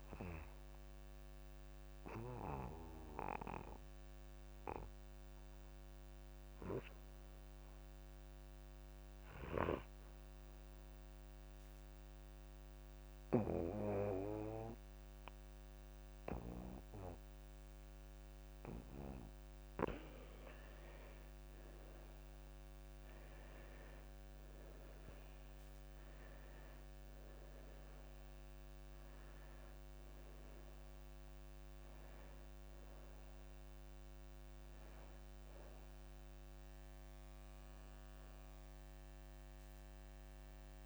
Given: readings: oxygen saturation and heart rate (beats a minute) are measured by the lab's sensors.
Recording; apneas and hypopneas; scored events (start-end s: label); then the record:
breathing in sleep by a microphone on the trachea; 1
1.50-3.50 s: long interval between heartbeats (device-marked)
6.00-40.85 s: oxygen desaturation (device-marked, oxygen 98% before, 87% lowest)
6.50-8.50 s: long interval between heartbeats (device-marked)
11.00-21.50 s: obstructive apnea (oxygen 99% before, 87% lowest)
14.00-16.00 s: long interval between heartbeats (device-marked, heart rate 33 before, 33 extreme)
20.00-22.00 s: long interval between heartbeats (device-marked, heart rate 40 before, 59 extreme)
24.50-28.50 s: arousal
From the record:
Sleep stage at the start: N2 (light sleep); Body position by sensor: on the back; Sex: male